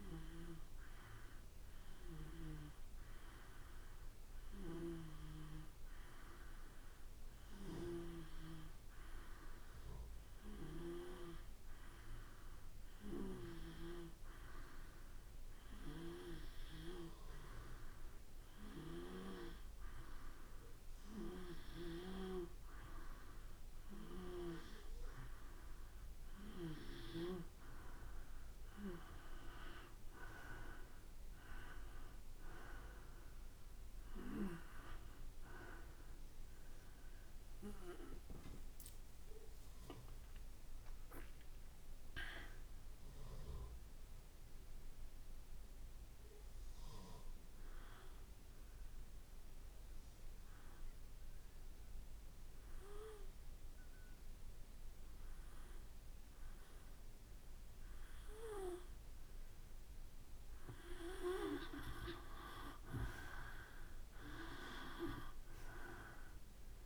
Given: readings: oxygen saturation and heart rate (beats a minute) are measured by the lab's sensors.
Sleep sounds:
breathing in sleep by a room microphone; 1
21.50-27.50 s: snoring (device-marked)
38.50-42.00 s: arousal
46.50-60.00 s: obstructive apnea (oxygen 95% before, 88% lowest, heart rate 59 before, 54 extreme, up 7 after)
63.50-66.85 s: arousal
64.00-66.85 s: oxygen desaturation (device-marked, oxygen 96% before, 88% lowest, heart rate 56 before, 54 extreme)
From the record:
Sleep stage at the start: N2 (light sleep); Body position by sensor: on the back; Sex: male

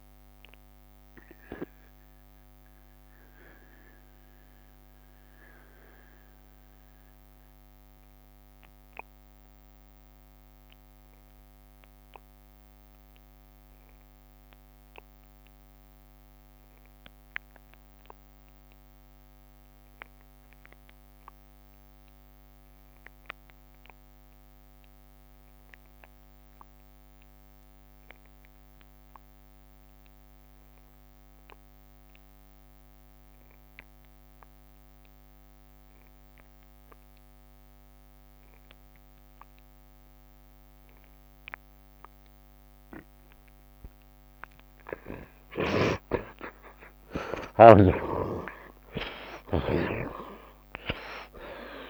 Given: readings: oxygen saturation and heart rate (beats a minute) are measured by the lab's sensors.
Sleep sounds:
breathing in sleep by a microphone on the trachea; 1
0.00-15.50 s: oxygen desaturation (device-marked, oxygen 49% lowest, heart rate 64 extreme)
1.00-44.00 s: mixed apnea (oxygen 67% before, 48% lowest, heart rate 75 before, 54 extreme, up 42 after)
4.50-6.50 s: long interval between heartbeats (device-marked, heart rate 74 before, 82 extreme)
20.50-51.90 s: oxygen desaturation (device-marked, oxygen 81% before, 48% lowest, heart rate 75 before, 54 extreme)
38.00-40.00 s: long interval between heartbeats (device-marked, heart rate 75 before, 85 extreme)
43.50-47.50 s: tachycardia (device-marked, heart rate 78 before, 117 extreme)
45.00-48.00 s: arousal
46.50-48.50 s: long interval between heartbeats (device-marked, heart rate 80 before, 117 extreme)
From the record:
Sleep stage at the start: N2 (light sleep); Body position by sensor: on the right side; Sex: male

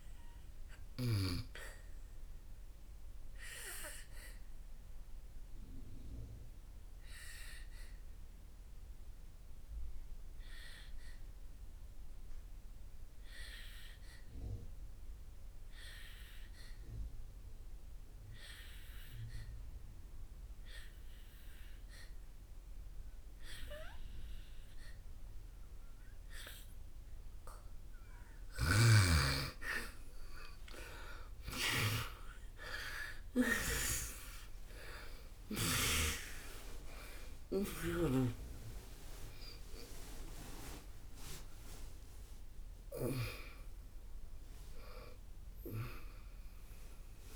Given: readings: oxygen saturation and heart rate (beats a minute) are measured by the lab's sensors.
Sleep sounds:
breathing in sleep by a room microphone; 1
1.50-21.50 s: oxygen desaturation (device-marked, oxygen 97% before, 86% lowest, heart rate 63 before, 55 extreme)
3.50-28.00 s: obstructive apnea (oxygen 98% before, 86% lowest, heart rate 64 before, 55 extreme, up 12 after)
34.50-41.00 s: arousal
45.50-47.36 s: oxygen desaturation (device-marked, oxygen 94% before, 89% lowest, heart rate 68 before, 58 extreme)
From the record:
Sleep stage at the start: N2 (light sleep); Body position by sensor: on the back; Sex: female

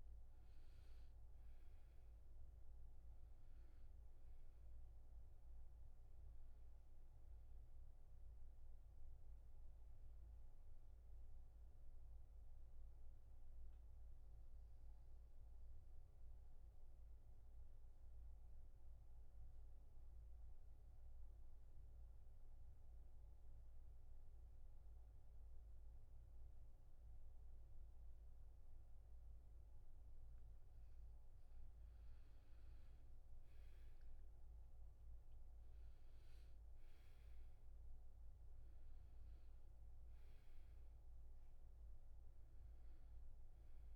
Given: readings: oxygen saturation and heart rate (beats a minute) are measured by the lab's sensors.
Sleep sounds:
breathing in sleep, hard to hear, by a room microphone; 1
0.00-19.50 s: oxygen desaturation (device-marked, oxygen 85% lowest, heart rate 68 extreme)
12.00-30.50 s: obstructive apnea (oxygen 99% before, 86% lowest, heart rate 76 before, 68 extreme, up 13 after)
32.50-36.00 s: arousal
33.50-43.95 s: oxygen desaturation (device-marked, oxygen 99% before, 86% lowest, heart rate 72 before, 71 extreme)
From the record:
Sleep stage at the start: N2 (light sleep); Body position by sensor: on the back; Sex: male

